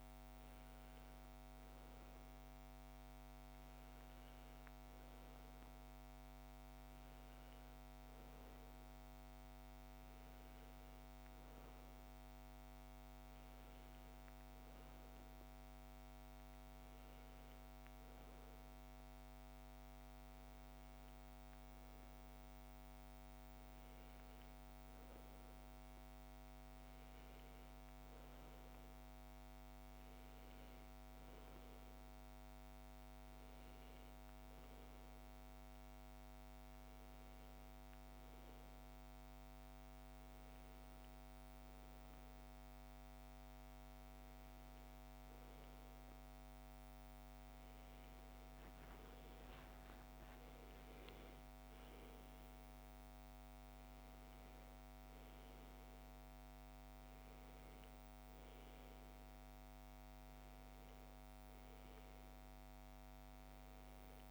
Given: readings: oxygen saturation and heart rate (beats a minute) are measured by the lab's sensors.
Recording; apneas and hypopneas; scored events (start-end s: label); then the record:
a person awake in a sleep study, hard to hear, by a microphone on the trachea; none
none scored
From the record:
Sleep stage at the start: awake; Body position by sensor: on the left side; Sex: female